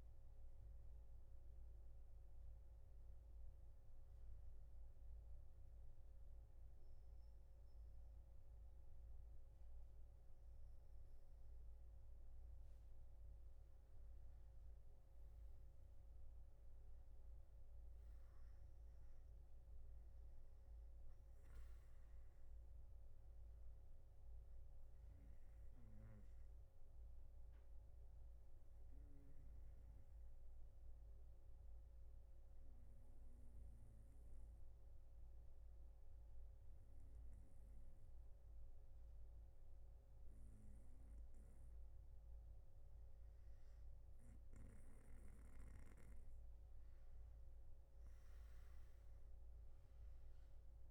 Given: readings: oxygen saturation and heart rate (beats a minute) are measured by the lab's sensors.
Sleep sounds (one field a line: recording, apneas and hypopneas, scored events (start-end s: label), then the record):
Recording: breathing in sleep, hard to hear, by a room microphone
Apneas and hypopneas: 2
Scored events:
2.50-13.50 s: obstructive apnea (oxygen 96% before, 92% lowest, heart rate 126 before, 107 extreme, up 18 after)
27.50-42.50 s: obstructive apnea (oxygen 96% before, 92% lowest, heart rate 118 before, 115 extreme, up 4 after)
44.00-50.91 s: new sleep stage, N3 (deep sleep)
From the record:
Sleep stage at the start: N2 (light sleep)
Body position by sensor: on the back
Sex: male